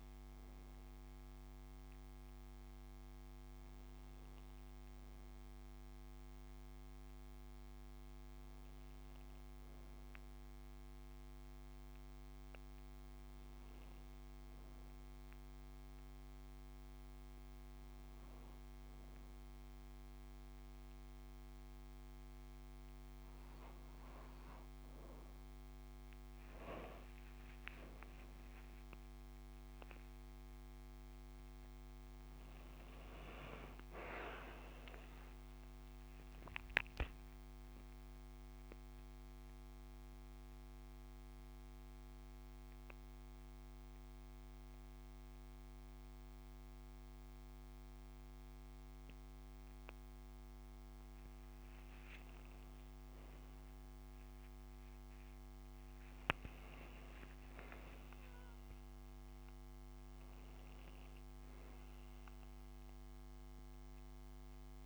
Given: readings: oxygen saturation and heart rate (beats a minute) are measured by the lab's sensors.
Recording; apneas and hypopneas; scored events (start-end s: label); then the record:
a person awake in a sleep study, hard to hear, by a microphone on the trachea; 1
36.50-64.86 s: new sleep stage, N2 (light sleep)
37.00-51.50 s: central apnea (oxygen 95% before, 94% lowest)
52.50-56.50 s: arousal
From the record:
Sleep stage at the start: awake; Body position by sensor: on the back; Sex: female